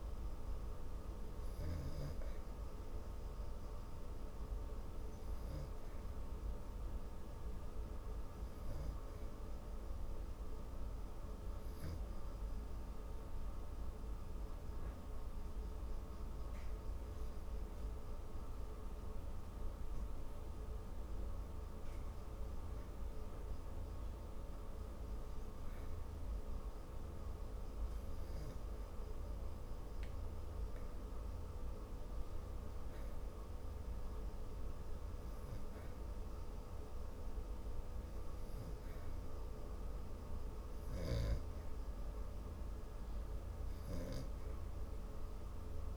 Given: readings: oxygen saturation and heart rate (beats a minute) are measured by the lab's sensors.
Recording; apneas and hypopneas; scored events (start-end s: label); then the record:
breathing in sleep, hard to hear, by a room microphone; 1
3.00-21.50 s: hypopnea (oxygen 94% before, 91% lowest)
22.50-26.50 s: arousal
From the record:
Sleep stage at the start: REM sleep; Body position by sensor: on the back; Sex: female